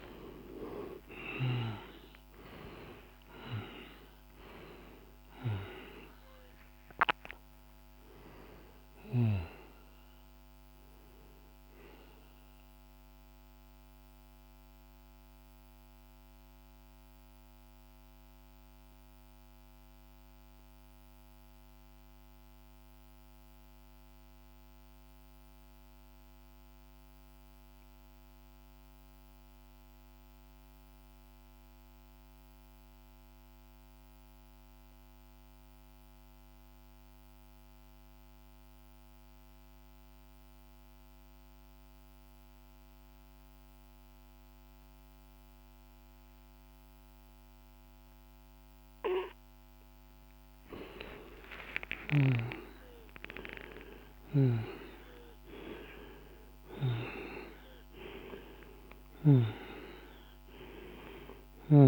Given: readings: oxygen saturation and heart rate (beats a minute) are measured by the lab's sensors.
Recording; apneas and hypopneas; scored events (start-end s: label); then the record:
breathing in sleep by a microphone on the trachea; 1
0.00-23.00 s: oxygen desaturation (device-marked, oxygen 88% lowest, heart rate 46 extreme)
11.50-49.50 s: mixed apnea (oxygen 98% before, 84% lowest, heart rate 70 before, 46 extreme, up 12 after)
39.00-61.88 s: oxygen desaturation (device-marked, oxygen 99% before, 84% lowest, heart rate 47 before, 48 extreme)
50.50-55.00 s: arousal
From the record:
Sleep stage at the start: N2 (light sleep); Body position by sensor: on the back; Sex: male